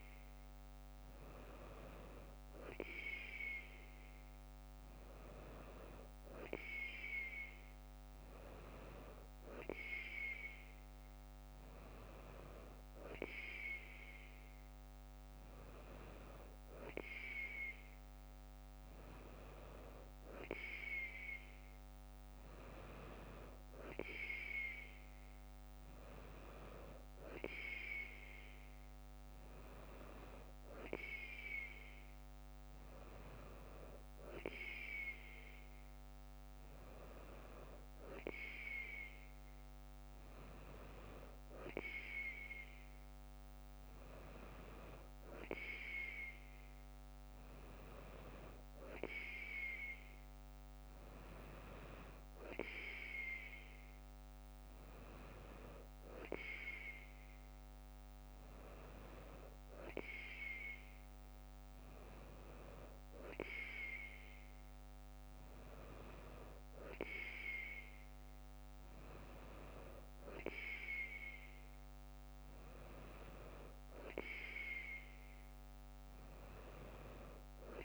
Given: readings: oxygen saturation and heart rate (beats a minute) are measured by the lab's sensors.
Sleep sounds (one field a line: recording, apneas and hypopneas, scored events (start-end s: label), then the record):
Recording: breathing in sleep by a microphone on the trachea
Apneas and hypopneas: none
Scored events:
3.50-77.85 s: new sleep stage, N3 (deep sleep)
From the record:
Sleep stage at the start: N2 (light sleep)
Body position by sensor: on the right side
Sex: female